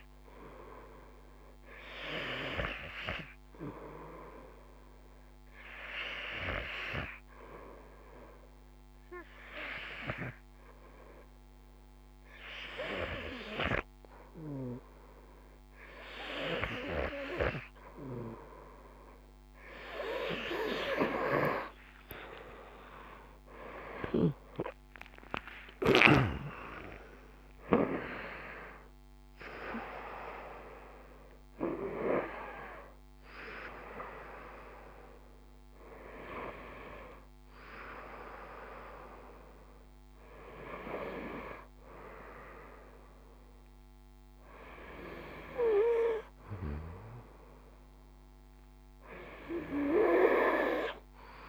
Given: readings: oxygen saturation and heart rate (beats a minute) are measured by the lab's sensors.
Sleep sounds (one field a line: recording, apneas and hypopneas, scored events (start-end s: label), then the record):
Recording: breathing in sleep by a microphone on the trachea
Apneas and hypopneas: 1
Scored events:
4.50-17.50 s: hypopnea (oxygen 92% before, 92% lowest, heart rate 51 before, 50 extreme, up 26 after)
20.50-25.00 s: arousal
From the record:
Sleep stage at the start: N2 (light sleep)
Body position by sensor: on the right side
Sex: male